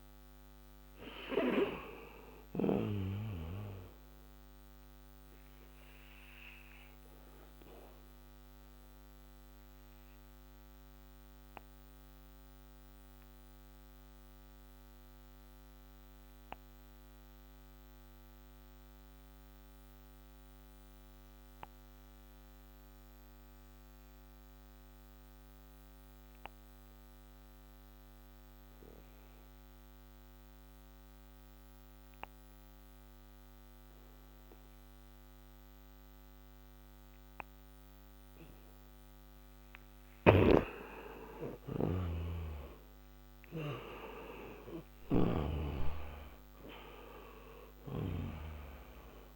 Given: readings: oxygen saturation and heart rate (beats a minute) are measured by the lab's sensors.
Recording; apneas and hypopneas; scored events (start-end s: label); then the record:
breathing in sleep by a microphone on the trachea; 1
0.00-31.50 s: oxygen desaturation (device-marked, oxygen 88% lowest, heart rate 58 extreme)
8.00-38.00 s: obstructive apnea (oxygen 98% before, 88% lowest, heart rate 66 before, 56 extreme, up 18 after)
39.50-45.00 s: snoring (device-marked)
40.50-44.50 s: arousal
From the record:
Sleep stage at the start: N2 (light sleep); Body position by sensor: on the back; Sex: male